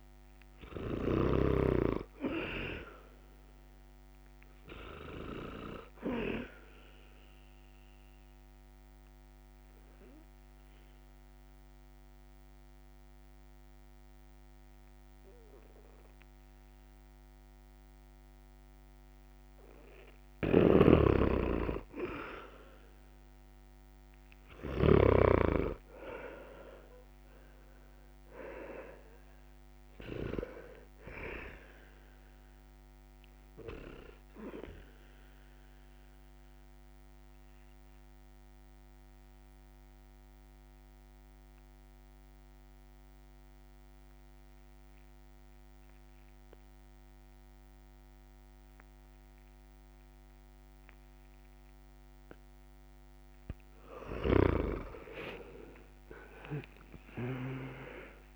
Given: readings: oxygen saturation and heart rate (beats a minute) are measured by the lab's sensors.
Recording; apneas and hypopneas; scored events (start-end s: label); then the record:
breathing in sleep by a microphone on the trachea; 2
0.00-1.00 s: snoring (device-marked)
0.00-1.50 s: arousal
7.00-19.00 s: obstructive apnea (oxygen 98% before, 89% lowest, heart rate 68 before, 63 extreme, up 5 after)
20.00-25.00 s: snoring (device-marked)
21.50-24.50 s: arousal
34.50-53.00 s: mixed apnea (oxygen 98% before, 88% lowest, heart rate 68 before, 61 extreme, up 7 after)
35.50-54.50 s: oxygen desaturation (device-marked, oxygen 98% before, 89% lowest, heart rate 69 before, 60 extreme)
55.00-58.36 s: arousal
From the record:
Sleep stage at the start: N2 (light sleep); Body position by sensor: on the back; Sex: male